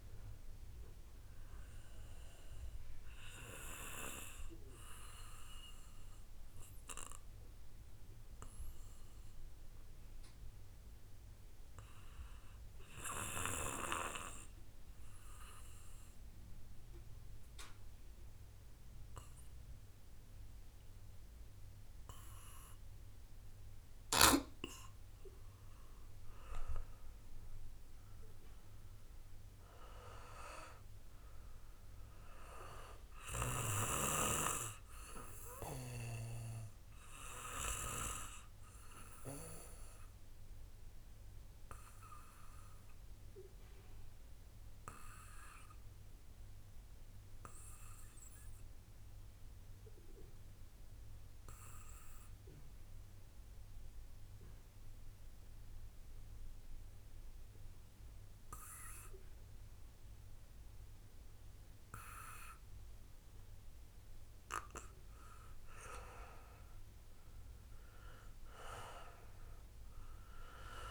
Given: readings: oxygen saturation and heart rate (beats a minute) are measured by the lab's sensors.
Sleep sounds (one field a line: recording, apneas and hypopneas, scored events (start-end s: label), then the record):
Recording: breathing in sleep by a room microphone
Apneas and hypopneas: 2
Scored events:
0.00-16.00 s: oxygen desaturation (device-marked, oxygen 91% lowest)
4.50-25.50 s: mixed apnea (oxygen 97% before, 91% lowest)
27.00-31.00 s: arousal
31.00-53.00 s: oxygen desaturation (device-marked, oxygen 96% before, 92% lowest)
40.50-65.00 s: mixed apnea (oxygen 96% before, 92% lowest, heart rate 43 before, 27 extreme, up 0 after)
67.00-70.00 s: arousal
67.00-70.91 s: oxygen desaturation (device-marked, oxygen 97% before, 92% lowest, heart rate 61 before, 27 extreme)
From the record:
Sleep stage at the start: N2 (light sleep)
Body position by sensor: on the back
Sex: male